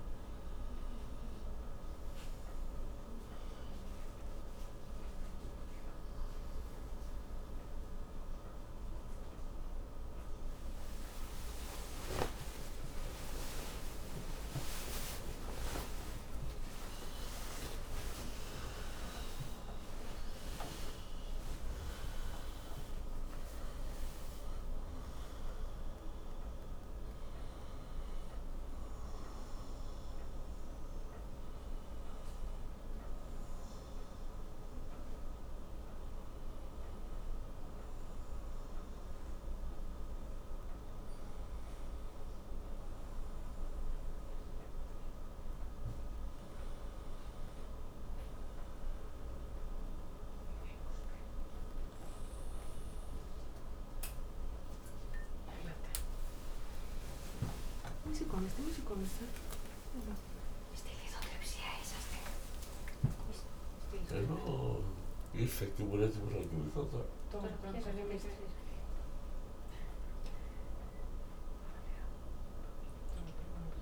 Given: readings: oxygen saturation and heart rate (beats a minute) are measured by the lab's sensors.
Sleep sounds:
breathing in sleep by a room microphone; none
12.00-18.00 s: arousal
57.00-73.82 s: new sleep stage, awake
From the record:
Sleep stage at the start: N1 (lightest sleep); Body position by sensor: on the right side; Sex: male

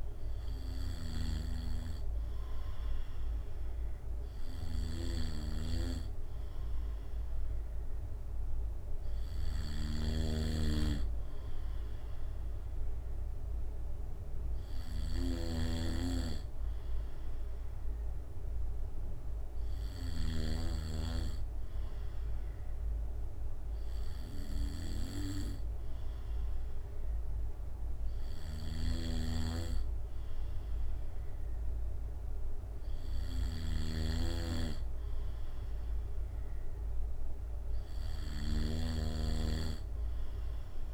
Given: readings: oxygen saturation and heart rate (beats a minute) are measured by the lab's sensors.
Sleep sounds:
breathing in sleep by a room microphone; none
0.00-1.50 s: snoring (device-marked)
10.00-20.50 s: snoring (device-marked)
28.50-39.00 s: snoring (device-marked)
From the record:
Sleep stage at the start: N2 (light sleep); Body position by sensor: on the back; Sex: male

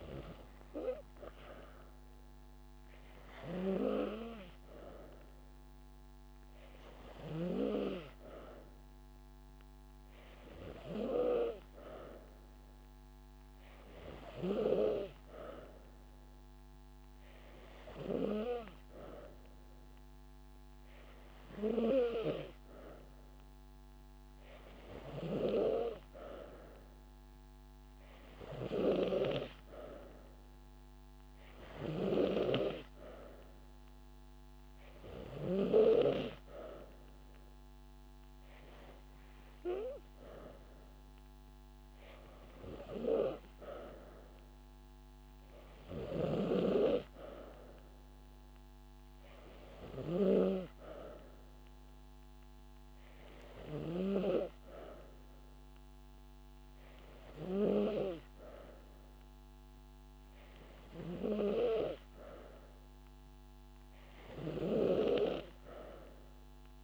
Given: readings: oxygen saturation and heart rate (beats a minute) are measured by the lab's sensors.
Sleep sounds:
breathing in sleep by a microphone on the trachea; none
5.00-7.00 s: long interval between heartbeats (device-marked)
37.50-39.50 s: long interval between heartbeats (device-marked)
51.00-66.84 s: new sleep stage, N3 (deep sleep)
From the record:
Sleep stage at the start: N2 (light sleep); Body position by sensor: on the back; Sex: female

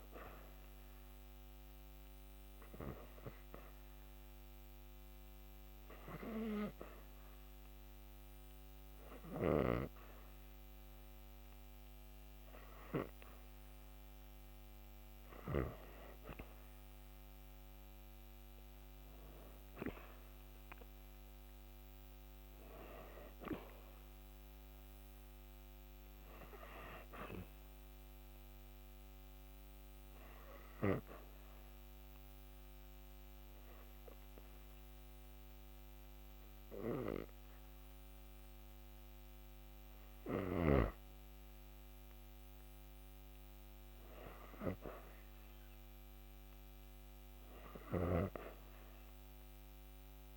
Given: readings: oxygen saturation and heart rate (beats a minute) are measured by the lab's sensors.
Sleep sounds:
breathing in sleep by a microphone on the trachea; 2
0.50-14.00 s: hypopnea (oxygen 95% before, 90% lowest)
16.50-19.00 s: arousal
30.00-40.00 s: obstructive apnea (oxygen 92% before, 90% lowest)
42.50-46.50 s: arousal
From the record:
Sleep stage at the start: REM sleep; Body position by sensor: on the back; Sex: female

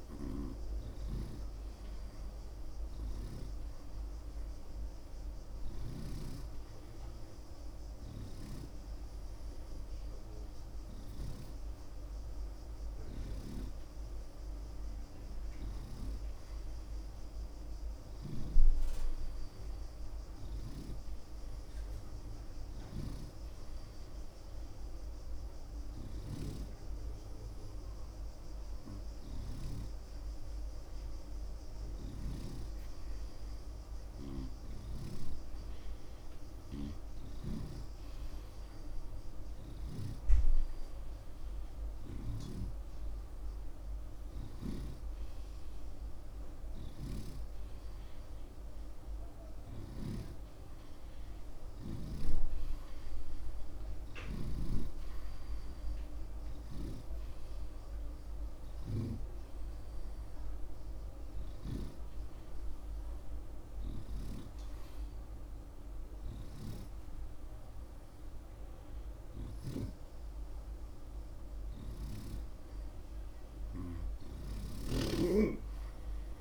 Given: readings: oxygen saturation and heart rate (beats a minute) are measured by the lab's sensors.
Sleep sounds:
breathing in sleep by a room microphone; none
0.00-6.50 s: snoring (device-marked)
20.50-30.00 s: snoring (device-marked)
47.00-52.50 s: snoring (device-marked)
54.50-70.00 s: snoring (device-marked)
74.50-76.41 s: snoring (device-marked)
From the record:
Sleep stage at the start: N2 (light sleep); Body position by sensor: on the right side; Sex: male

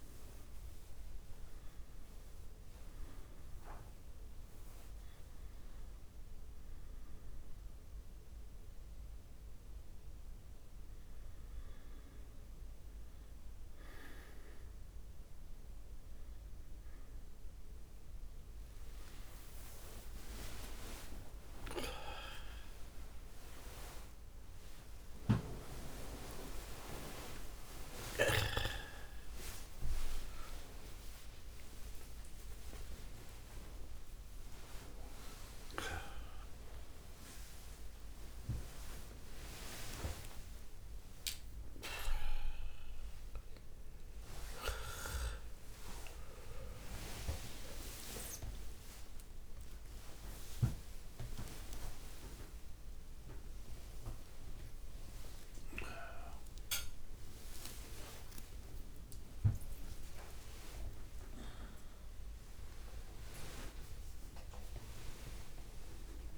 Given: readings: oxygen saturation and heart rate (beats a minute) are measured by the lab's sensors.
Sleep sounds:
a person awake in a sleep study, by a room microphone; none
20.00-22.00 s: long interval between heartbeats (device-marked)
30.50-32.50 s: long interval between heartbeats (device-marked)
39.50-41.50 s: long interval between heartbeats (device-marked)
49.50-51.50 s: long interval between heartbeats (device-marked)
57.00-66.38 s: drop in pulse transit time (device-marked, heart rate 37 before, 92 extreme)
58.50-60.50 s: long interval between heartbeats (device-marked, heart rate 41 before, 114 extreme)
60.50-62.50 s: long interval between heartbeats (device-marked, heart rate 51 before, 148 extreme)
62.50-64.50 s: long interval between heartbeats (device-marked, heart rate 65 before, 150 extreme)
64.50-66.38 s: long interval between heartbeats (device-marked, heart rate 79 before, 135 extreme)
From the record:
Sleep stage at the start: awake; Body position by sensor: on the back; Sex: male

